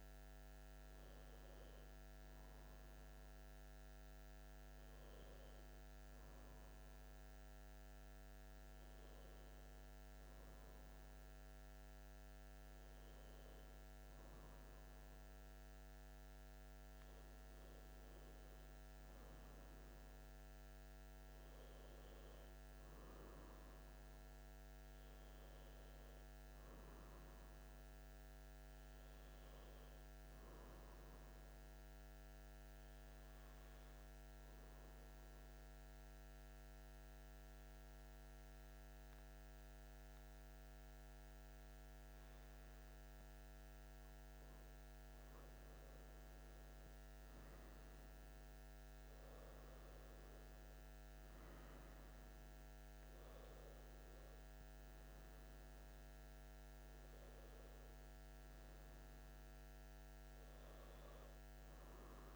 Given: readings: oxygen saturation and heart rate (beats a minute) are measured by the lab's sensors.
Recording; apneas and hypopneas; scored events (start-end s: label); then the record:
breathing in sleep, hard to hear, by a microphone on the trachea; 1
30.00-43.50 s: obstructive apnea (oxygen 95% before, 91% lowest, heart rate 176 before, 146 extreme, up 43 after)
41.50-62.36 s: new sleep stage, N2 (light sleep)
45.50-50.00 s: arousal
From the record:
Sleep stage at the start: N1 (lightest sleep); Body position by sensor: on the back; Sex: male